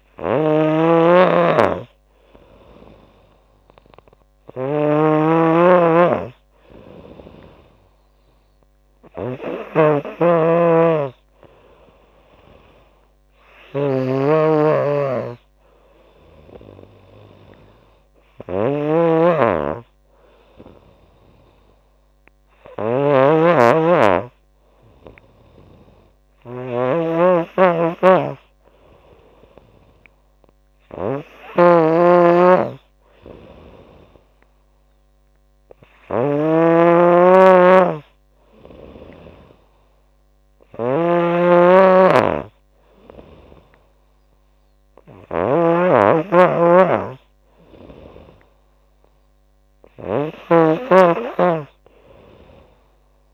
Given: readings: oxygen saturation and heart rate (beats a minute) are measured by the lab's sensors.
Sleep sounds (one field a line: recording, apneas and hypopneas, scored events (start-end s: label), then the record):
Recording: breathing in sleep by a microphone on the trachea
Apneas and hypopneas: none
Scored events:
0.00-53.34 s: snoring (device-marked)
10.50-21.50 s: drop in pulse transit time (device-marked, heart rate 80 before, 79 extreme)
From the record:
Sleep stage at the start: N2 (light sleep)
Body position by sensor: on the back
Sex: female